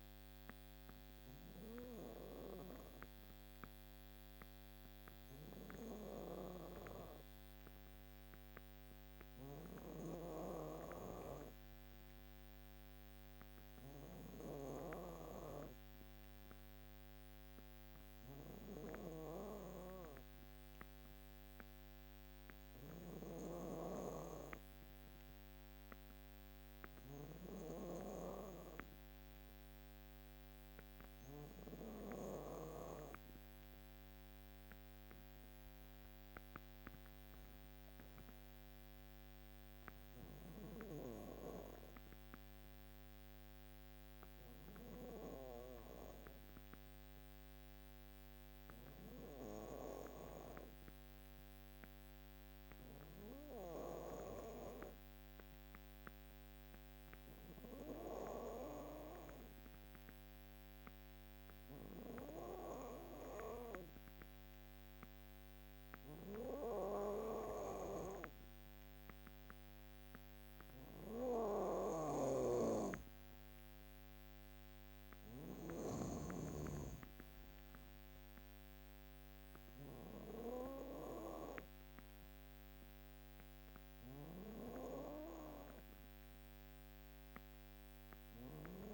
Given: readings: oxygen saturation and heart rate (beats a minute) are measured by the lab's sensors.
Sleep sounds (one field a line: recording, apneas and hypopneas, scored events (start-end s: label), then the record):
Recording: breathing in sleep by a microphone on the trachea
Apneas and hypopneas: 1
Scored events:
5.50-14.00 s: snoring (device-marked)
12.00-22.00 s: drop in pulse transit time (device-marked, heart rate 61 before, 58 extreme)
22.00-31.00 s: snoring (device-marked)
38.00-48.00 s: drop in pulse transit time (device-marked, heart rate 60 before, 59 extreme)
39.50-44.50 s: snoring (device-marked)
44.50-67.50 s: obstructive apnea (oxygen 94% before, 92% lowest, heart rate 60 before, 55 extreme, up 2 after)
66.00-88.94 s: oxygen desaturation (device-marked, oxygen 96% before, 92% lowest, heart rate 58 before, 55 extreme)
67.00-69.00 s: long interval between heartbeats (device-marked, heart rate 58 before, 57 extreme)
70.00-74.50 s: arousal
71.00-88.94 s: snoring (device-marked)
From the record:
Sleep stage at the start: N2 (light sleep)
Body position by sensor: on the back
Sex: female